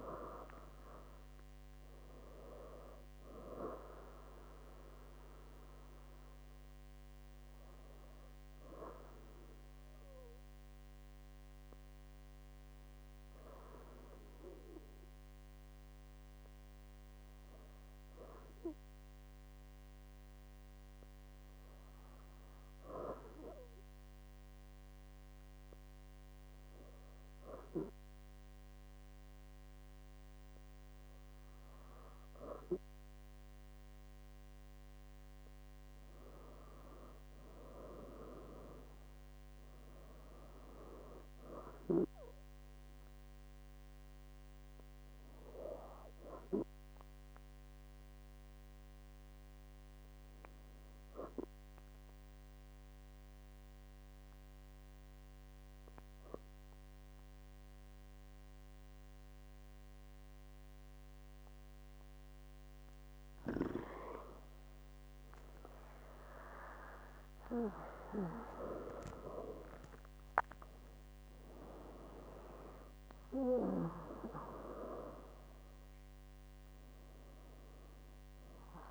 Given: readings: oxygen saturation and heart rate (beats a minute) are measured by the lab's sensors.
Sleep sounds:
breathing in sleep by a microphone on the trachea; 2
8.50-35.00 s: hypopnea (oxygen 98% before, 94% lowest, heart rate 76 before, 62 extreme, up 5 after)
37.00-41.50 s: arousal
52.00-64.50 s: obstructive apnea (oxygen 99% before, 96% lowest, heart rate 67 before, 62 extreme, up 48 after)
66.00-70.00 s: arousal
From the record:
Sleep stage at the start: N2 (light sleep); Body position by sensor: on the back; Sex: female

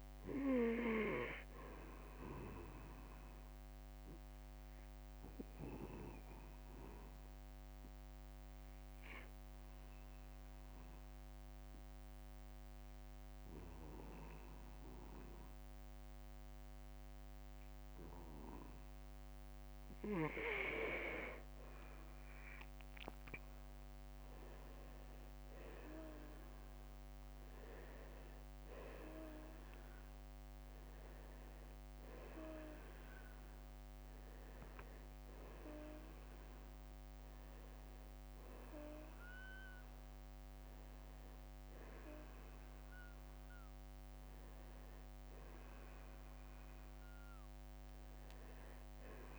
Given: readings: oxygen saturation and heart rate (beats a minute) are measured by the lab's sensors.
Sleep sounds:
breathing in sleep by a microphone on the trachea; 1
0.00-1.00 s: oxygen desaturation (device-marked, oxygen 90% lowest, heart rate 53 extreme)
2.50-18.50 s: obstructive apnea (oxygen 93% before, 84% lowest, heart rate 59 before, 54 extreme, up 9 after)
22.00-26.00 s: arousal
30.00-49.39 s: oxygen desaturation (device-marked, oxygen 93% before, 84% lowest, heart rate 59 before, 45 extreme)
37.00-39.00 s: long interval between heartbeats (device-marked, heart rate 60 before, 57 extreme)
From the record:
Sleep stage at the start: N2 (light sleep); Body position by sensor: on the back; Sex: male

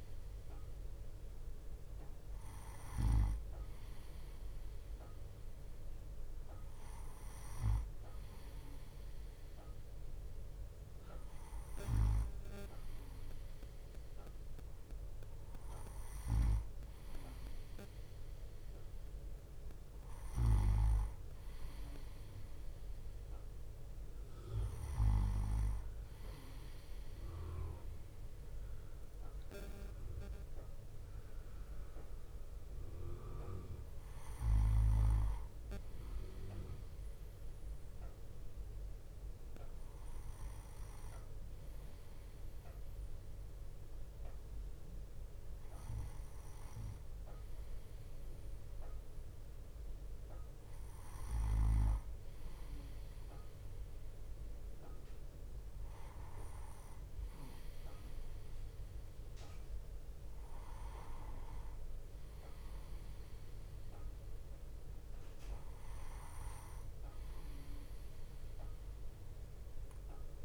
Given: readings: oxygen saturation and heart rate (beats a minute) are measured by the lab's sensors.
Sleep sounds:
breathing in sleep by a room microphone; none
none scored
From the record:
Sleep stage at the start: N2 (light sleep); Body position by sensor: on the right side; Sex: male

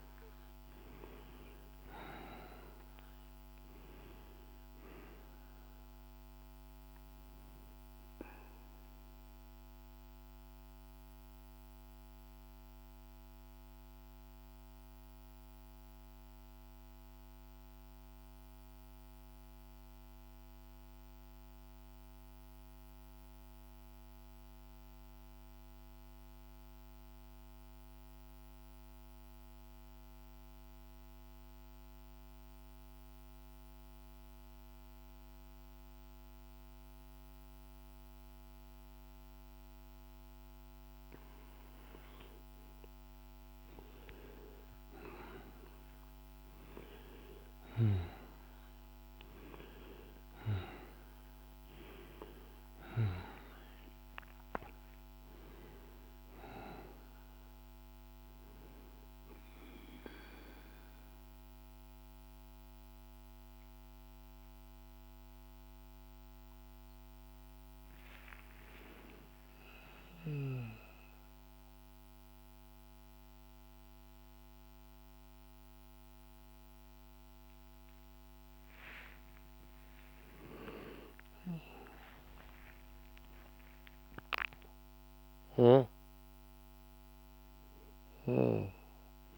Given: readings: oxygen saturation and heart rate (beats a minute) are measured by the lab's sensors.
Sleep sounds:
a person partly awake in a sleep study, by a microphone on the trachea; 1
0.00-20.00 s: oxygen desaturation (device-marked, oxygen 89% lowest, heart rate 49 extreme)
9.00-41.50 s: central apnea (oxygen 98% before, 89% lowest, heart rate 55 before, 49 extreme, up 7 after)
37.00-70.00 s: oxygen desaturation (device-marked, oxygen 99% before, 89% lowest, heart rate 50 before, 29 extreme)
51.00-89.38 s: new sleep stage, awake
84.00-89.00 s: snoring (device-marked)
From the record:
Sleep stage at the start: N2 (light sleep); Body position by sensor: on the back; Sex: male

